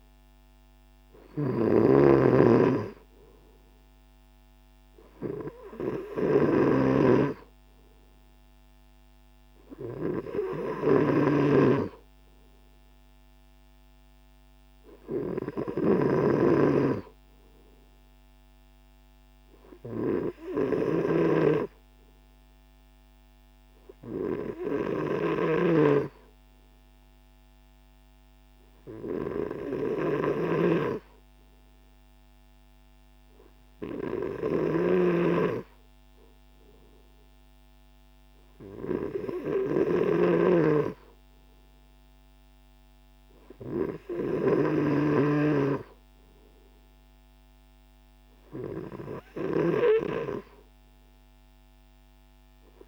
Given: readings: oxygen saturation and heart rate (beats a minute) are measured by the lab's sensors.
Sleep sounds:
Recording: breathing in sleep by a microphone on the trachea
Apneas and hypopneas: none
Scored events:
none scored
From the record:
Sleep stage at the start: N3 (deep sleep)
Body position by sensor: on the right side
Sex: male

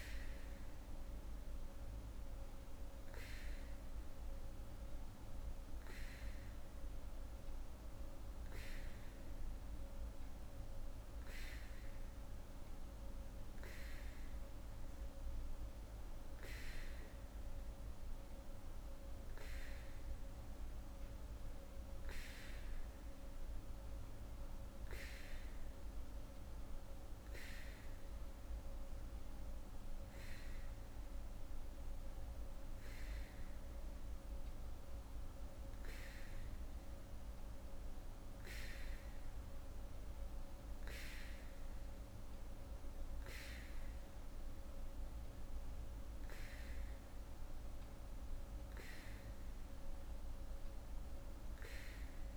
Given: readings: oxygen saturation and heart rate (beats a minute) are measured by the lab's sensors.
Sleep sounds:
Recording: breathing in sleep, hard to hear, by a room microphone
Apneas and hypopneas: none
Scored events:
none scored
From the record:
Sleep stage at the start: N3 (deep sleep)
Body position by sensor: on the back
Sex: female

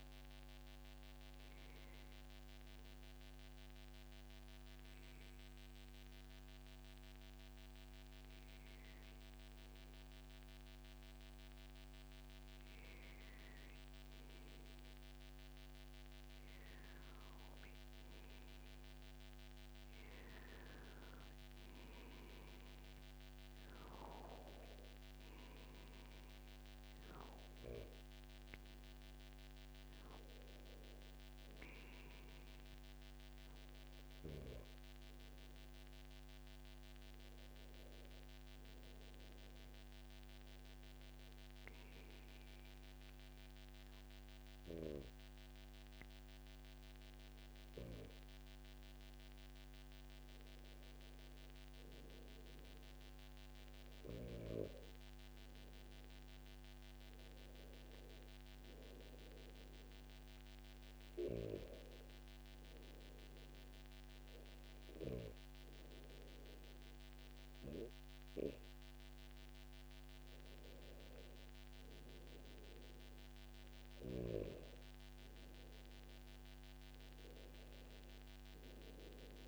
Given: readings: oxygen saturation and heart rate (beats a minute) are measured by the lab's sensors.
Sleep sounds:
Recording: breathing in sleep by a microphone on the trachea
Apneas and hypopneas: 2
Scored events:
4.00-15.50 s: hypopnea (oxygen 97% before, 94% lowest, heart rate 135 before, 129 extreme, up 36 after)
20.00-25.00 s: arousal
38.00-49.00 s: hypopnea (oxygen 96% before, 94% lowest, heart rate 142 before, 116 extreme, up 0 after)
55.50-59.00 s: arousal
58.00-60.00 s: long interval between heartbeats (device-marked, heart rate 143 before, 124 extreme)
From the record:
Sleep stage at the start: N2 (light sleep)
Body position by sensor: on the back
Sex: male

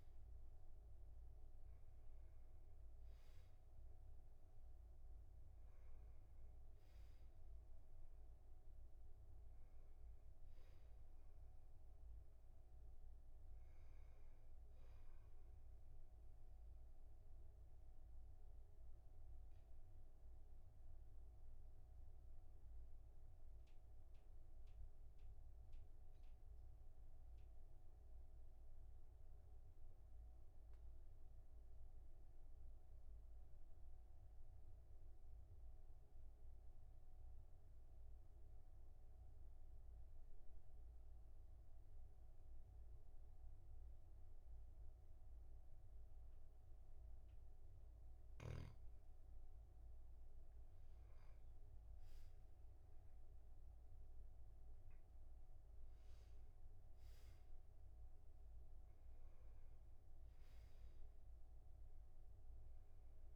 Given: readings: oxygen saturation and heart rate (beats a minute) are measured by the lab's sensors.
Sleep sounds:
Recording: breathing in sleep, hard to hear, by a room microphone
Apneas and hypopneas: 1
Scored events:
18.00-49.00 s: obstructive apnea (oxygen 98% before, 96% lowest, heart rate 49 before, 39 extreme, up 14 after)
52.00-56.00 s: arousal
From the record:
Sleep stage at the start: N2 (light sleep)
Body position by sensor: on the back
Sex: male

